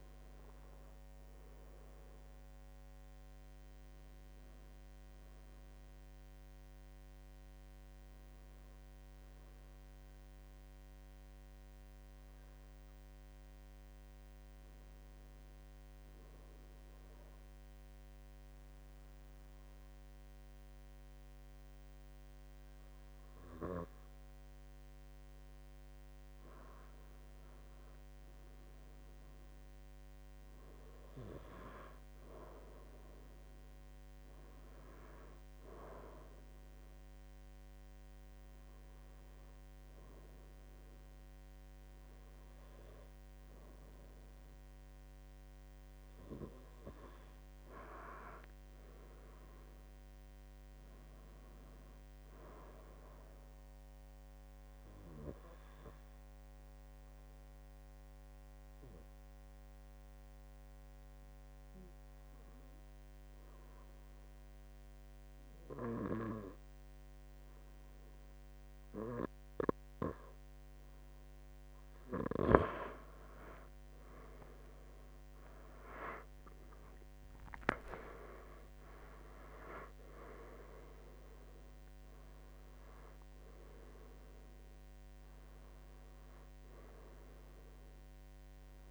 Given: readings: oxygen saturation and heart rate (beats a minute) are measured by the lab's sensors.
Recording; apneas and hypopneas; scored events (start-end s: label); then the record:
breathing in sleep by a microphone on the trachea; 2
0.00-20.50 s: oxygen desaturation (device-marked, oxygen 92% lowest, heart rate 72 extreme)
5.50-24.50 s: obstructive apnea (oxygen 96% before, 91% lowest, heart rate 81 before, 72 extreme, up 6 after)
26.00-29.50 s: arousal
54.50-72.00 s: obstructive apnea (oxygen 97% before, 90% lowest, heart rate 77 before, 70 extreme, up 13 after)
75.00-80.00 s: arousal
76.50-88.91 s: oxygen desaturation (device-marked, oxygen 96% before, 90% lowest, heart rate 77 before, 69 extreme)
From the record:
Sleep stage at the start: N2 (light sleep); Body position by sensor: on the right side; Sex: male